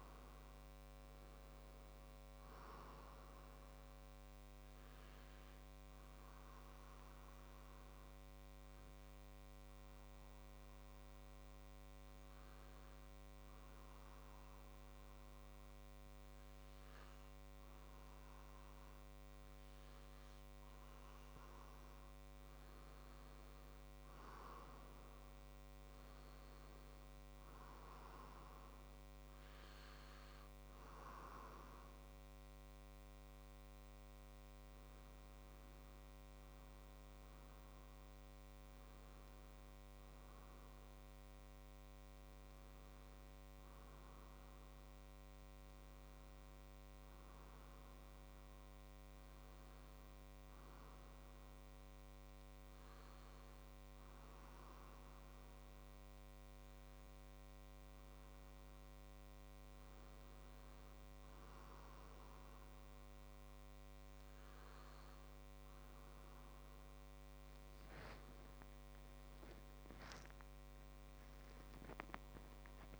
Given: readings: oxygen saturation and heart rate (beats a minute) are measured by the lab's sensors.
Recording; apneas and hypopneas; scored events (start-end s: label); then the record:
breathing in sleep, hard to hear, by a microphone on the trachea; 2
0.00-10.00 s: oxygen desaturation (device-marked, oxygen 93% lowest, heart rate 57 extreme)
4.00-21.00 s: obstructive apnea (oxygen 96% before, 94% lowest, heart rate 63 before, 57 extreme, up 2 after)
22.00-24.50 s: arousal
46.00-49.00 s: arousal
50.50-66.00 s: hypopnea (oxygen 96% before, 94% lowest, heart rate 59 before, 58 extreme, up 4 after)
70.00-73.00 s: new sleep stage, awake
From the record:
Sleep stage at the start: N2 (light sleep); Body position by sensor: on the back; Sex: male